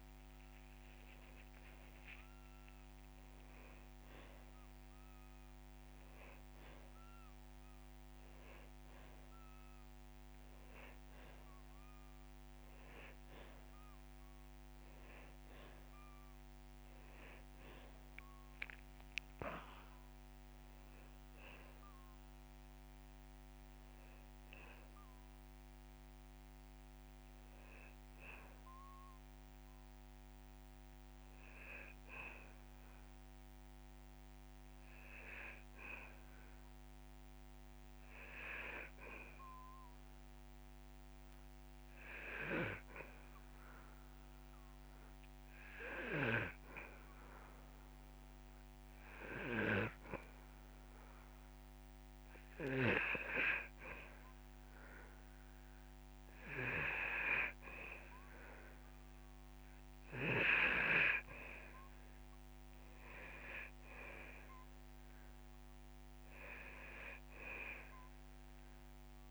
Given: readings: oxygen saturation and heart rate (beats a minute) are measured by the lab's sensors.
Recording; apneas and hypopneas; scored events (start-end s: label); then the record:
breathing in sleep by a microphone on the trachea; 1
0.50-10.50 s: drop in pulse transit time (device-marked)
7.50-21.50 s: oxygen desaturation (device-marked, oxygen 96% before, 90% lowest)
8.50-10.50 s: long interval between heartbeats (device-marked)
20.50-22.50 s: long interval between heartbeats (device-marked)
21.50-23.50 s: drop in pulse transit time (device-marked)
30.50-34.00 s: arousal
33.00-35.00 s: long interval between heartbeats (device-marked)
38.00-51.50 s: hypopnea (oxygen 100% before, 92% lowest)
43.50-45.50 s: long interval between heartbeats (device-marked)
44.50-69.31 s: oxygen desaturation (device-marked, oxygen 99% before, 92% lowest)
54.50-57.50 s: arousal
From the record:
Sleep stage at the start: N2 (light sleep); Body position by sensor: on the back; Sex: male